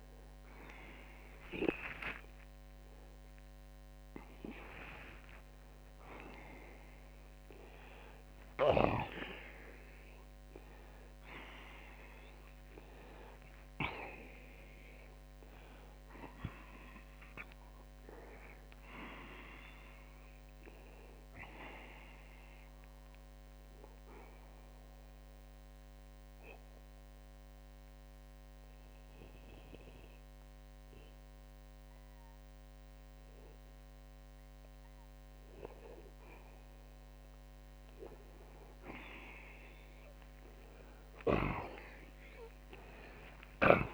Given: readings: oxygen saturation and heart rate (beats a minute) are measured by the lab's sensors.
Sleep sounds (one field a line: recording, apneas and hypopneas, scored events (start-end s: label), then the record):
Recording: a person partly awake in a sleep study, by a microphone on the trachea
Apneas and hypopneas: 1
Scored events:
10.00-43.94 s: new sleep stage, N1 (lightest sleep)
11.00-43.94 s: oxygen desaturation (device-marked, oxygen 90% before, 84% lowest, heart rate 119 before, 79 extreme)
23.00-35.00 s: obstructive apnea (oxygen 90% before, 79% lowest, heart rate 141 before, 82 extreme, up 23 after)
From the record:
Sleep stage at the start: awake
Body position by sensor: on the back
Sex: male